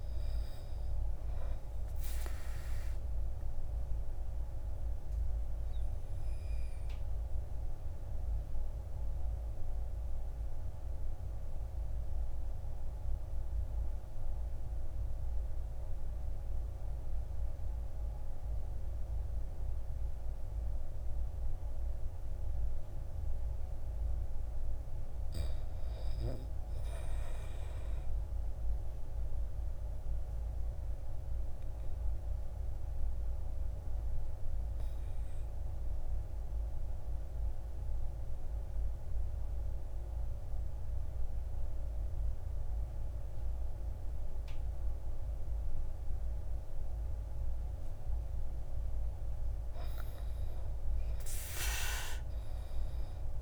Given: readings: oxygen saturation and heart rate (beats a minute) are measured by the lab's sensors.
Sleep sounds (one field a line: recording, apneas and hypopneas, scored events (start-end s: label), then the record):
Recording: breathing in sleep, hard to hear, by a room microphone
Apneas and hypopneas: 2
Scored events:
0.00-19.00 s: oxygen desaturation (device-marked, oxygen 83% lowest, heart rate 51 extreme)
4.50-24.50 s: obstructive apnea (oxygen 99% before, 79% lowest, heart rate 65 before, 51 extreme, up 10 after)
26.00-28.50 s: arousal
31.00-49.00 s: obstructive apnea (oxygen 100% before, 79% lowest, heart rate 54 before, 54 extreme, up 10 after)
34.00-53.42 s: oxygen desaturation (device-marked, oxygen 100% before, 79% lowest, heart rate 56 before, 54 extreme)
50.50-53.42 s: arousal
From the record:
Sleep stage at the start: N2 (light sleep)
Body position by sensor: on the back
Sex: male